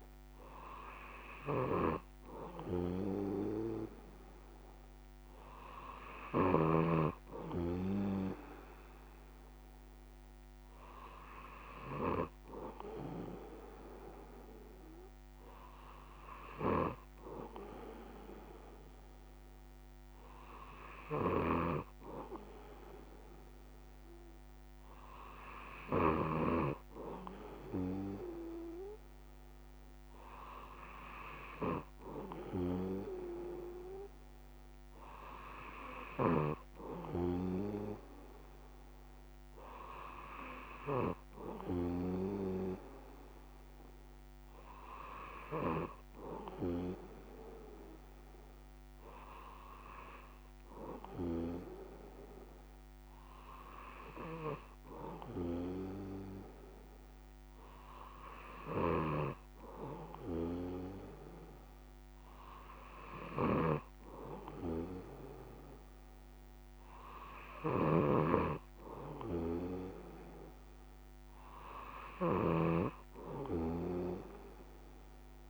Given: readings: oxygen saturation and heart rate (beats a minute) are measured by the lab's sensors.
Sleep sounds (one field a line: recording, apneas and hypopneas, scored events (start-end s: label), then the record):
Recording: breathing in sleep by a microphone on the trachea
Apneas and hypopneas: none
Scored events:
none scored
From the record:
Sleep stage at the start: N3 (deep sleep)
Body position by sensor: on the back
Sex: male